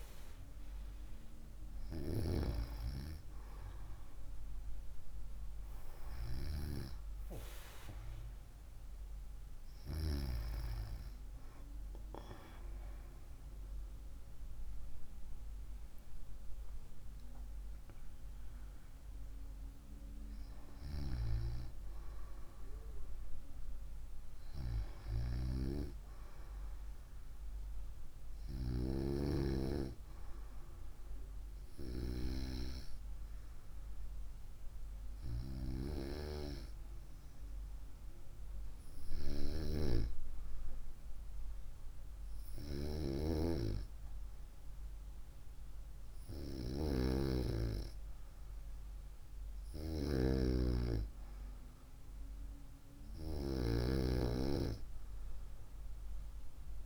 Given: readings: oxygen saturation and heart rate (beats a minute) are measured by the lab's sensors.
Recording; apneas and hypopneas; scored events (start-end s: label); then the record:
breathing in sleep by a room microphone; none
none scored
From the record:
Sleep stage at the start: N2 (light sleep); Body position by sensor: on the right side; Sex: female